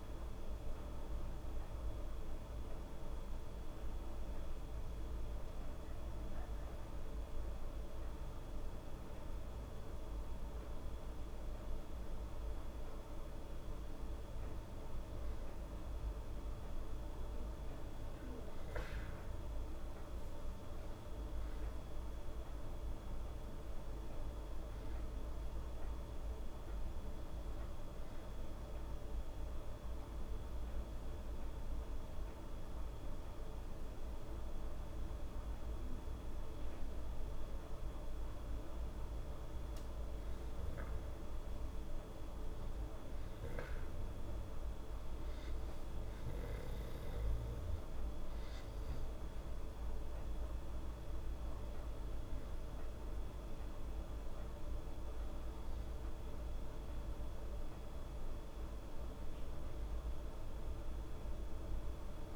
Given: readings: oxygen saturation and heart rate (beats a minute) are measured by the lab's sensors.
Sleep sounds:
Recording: breathing in sleep, hard to hear, by a room microphone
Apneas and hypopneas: none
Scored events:
none scored
From the record:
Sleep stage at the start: N2 (light sleep)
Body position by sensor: on the back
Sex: female

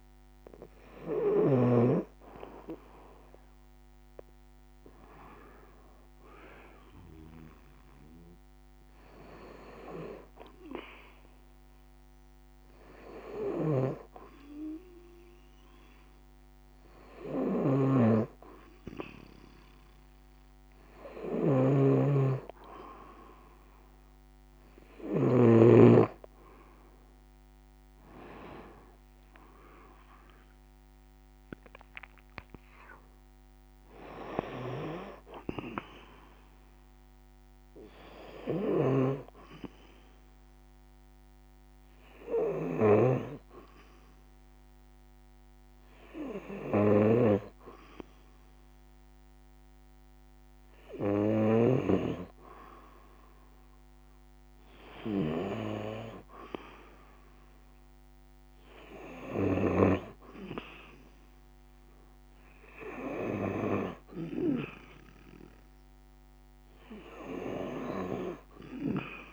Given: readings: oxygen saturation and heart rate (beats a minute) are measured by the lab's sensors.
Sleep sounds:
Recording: breathing in sleep by a microphone on the trachea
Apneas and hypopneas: 2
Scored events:
0.00-1.00 s: snoring (device-marked)
0.00-10.50 s: oxygen desaturation (device-marked, oxygen 89% lowest, heart rate 66 extreme)
7.00-21.50 s: hypopnea (oxygen 94% before, 90% lowest, heart rate 71 before, 59 extreme, up 7 after)
12.50-24.50 s: snoring (device-marked)
26.00-30.00 s: arousal
33.50-59.00 s: snoring (device-marked)
39.50-50.00 s: hypopnea (oxygen 94% before, 90% lowest, heart rate 75 before, 60 extreme, up 10 after)
53.50-58.00 s: arousal
From the record:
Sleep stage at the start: N2 (light sleep)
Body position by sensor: on the right side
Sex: female

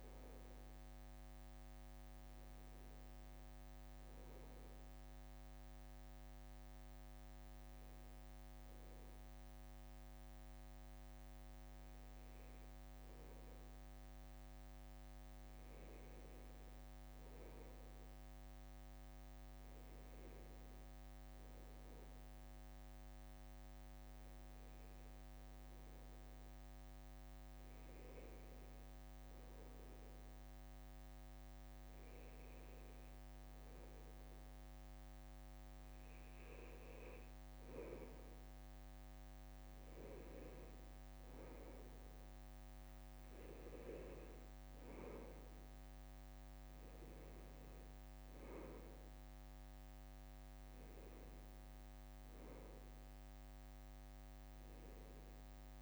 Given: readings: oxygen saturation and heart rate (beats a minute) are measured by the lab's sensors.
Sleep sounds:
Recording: a person awake in a sleep study, hard to hear, by a microphone on the trachea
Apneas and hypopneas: none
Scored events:
none scored
From the record:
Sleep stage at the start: awake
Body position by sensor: on the back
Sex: male

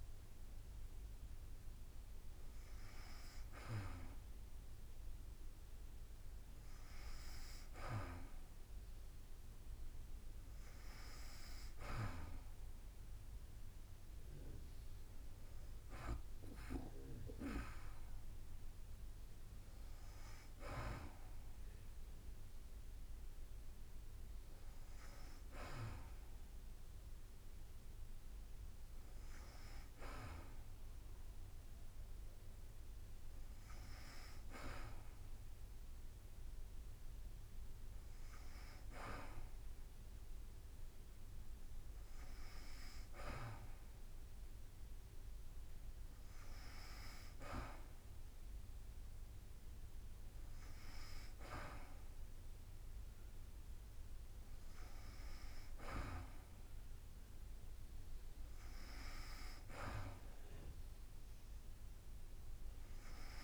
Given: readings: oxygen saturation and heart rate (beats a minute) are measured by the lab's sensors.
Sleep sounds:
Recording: breathing in sleep by a room microphone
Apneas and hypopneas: none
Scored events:
0.00-2.00 s: drop in pulse transit time (device-marked, heart rate 52 extreme)
18.00-31.00 s: drop in pulse transit time (device-marked, heart rate 53 before, 52 extreme)
From the record:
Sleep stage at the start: N2 (light sleep)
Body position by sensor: on the back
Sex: female

